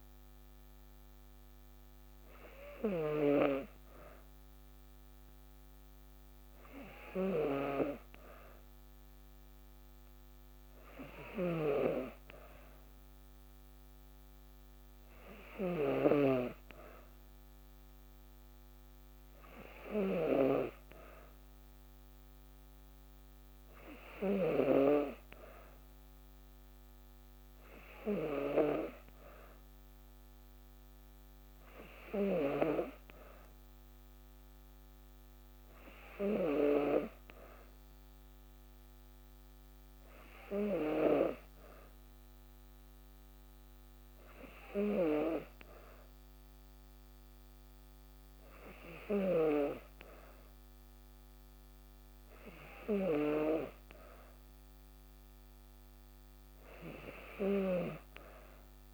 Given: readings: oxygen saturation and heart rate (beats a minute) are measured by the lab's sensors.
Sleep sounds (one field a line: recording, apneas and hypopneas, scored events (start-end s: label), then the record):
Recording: breathing in sleep by a microphone on the trachea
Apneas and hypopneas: none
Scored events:
none scored
From the record:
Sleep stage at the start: N2 (light sleep)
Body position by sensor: on the back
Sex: female